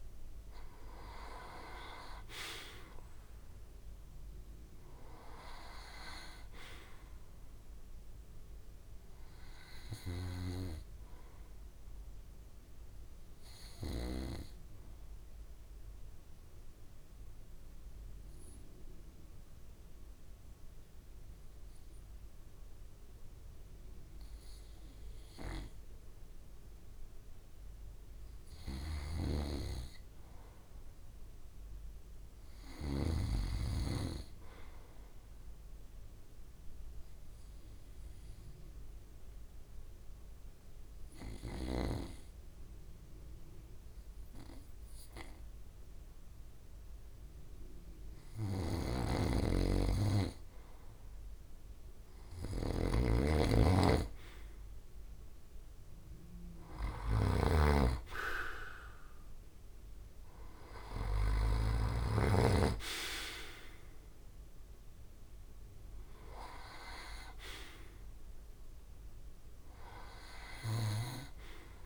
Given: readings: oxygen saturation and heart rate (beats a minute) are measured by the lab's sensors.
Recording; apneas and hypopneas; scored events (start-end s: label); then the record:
breathing in sleep by a room microphone; 2
11.50-26.50 s: obstructive apnea (oxygen 89% before, 84% lowest, heart rate 73 before, 66 extreme, up 0 after)
13.50-71.85 s: new sleep stage, REM sleep
28.50-33.00 s: snoring (device-marked)
29.00-33.00 s: arousal
35.50-61.50 s: oxygen desaturation (device-marked, oxygen 97% before, 88% lowest, heart rate 67 before, 66 extreme)
38.50-50.50 s: obstructive apnea (oxygen 97% before, 86% lowest, heart rate 67 before, 67 extreme, up 9 after)
48.00-61.50 s: snoring (device-marked)
58.00-62.50 s: arousal
From the record:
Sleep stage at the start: N2 (light sleep); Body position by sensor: on the back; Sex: male